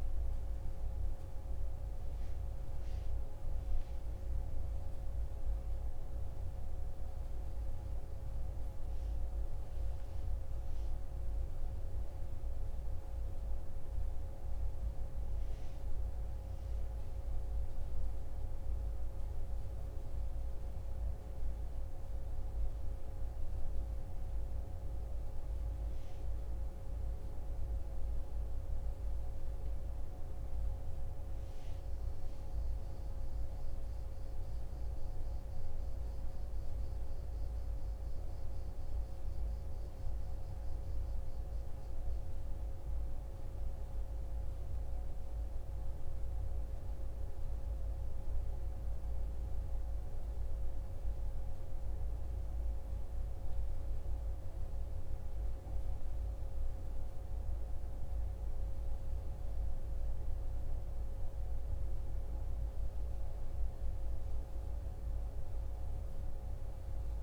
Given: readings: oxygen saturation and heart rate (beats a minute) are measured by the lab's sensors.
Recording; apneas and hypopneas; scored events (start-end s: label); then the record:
a person awake in a sleep study, hard to hear, by a room microphone; none
none scored
From the record:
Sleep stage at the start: awake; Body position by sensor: on the right side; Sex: male